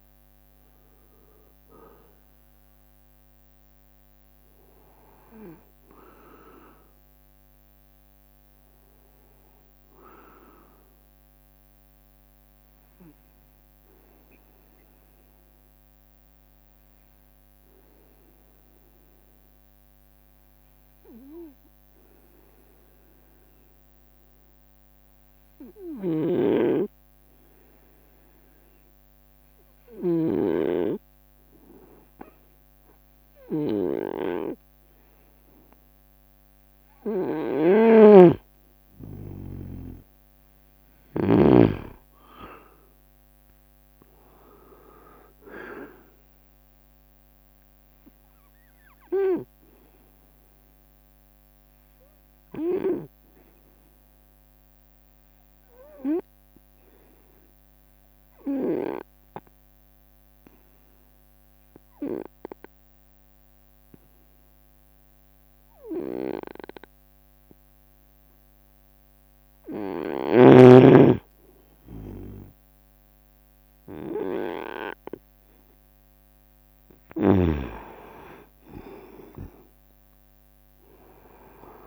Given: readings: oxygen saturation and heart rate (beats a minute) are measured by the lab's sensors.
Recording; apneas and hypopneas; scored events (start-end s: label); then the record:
breathing in sleep by a microphone on the trachea; 2
0.00-9.50 s: drop in pulse transit time (device-marked, heart rate 74 extreme)
0.00-17.50 s: oxygen desaturation (device-marked, oxygen 90% lowest, heart rate 70 extreme)
19.50-37.50 s: obstructive apnea (oxygen 98% before, 92% lowest, heart rate 74 before, 72 extreme, up 12 after)
26.50-42.00 s: snoring (device-marked)
35.50-37.50 s: leg movement (device-marked)
37.50-67.50 s: oxygen desaturation (device-marked, oxygen 98% before, 93% lowest, heart rate 72 before, 72 extreme)
39.50-43.50 s: arousal
42.00-44.00 s: long interval between heartbeats (device-marked, heart rate 73 before, 83 extreme)
45.00-49.00 s: leg movement (device-marked)
50.00-69.50 s: obstructive apnea (oxygen 98% before, 92% lowest, heart rate 76 before, 73 extreme, up 1 after)
68.50-70.50 s: leg movement (device-marked)
72.50-77.50 s: arousal
73.50-74.50 s: leg movement (device-marked)
74.50-81.87 s: drop in pulse transit time (device-marked, heart rate 74 before, 74 extreme)
76.50-81.87 s: leg movement (device-marked)
78.50-81.87 s: oxygen desaturation (device-marked, oxygen 97% before, 92% lowest, heart rate 74 before, 69 extreme)
From the record:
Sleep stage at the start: N2 (light sleep); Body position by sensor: on the right side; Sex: male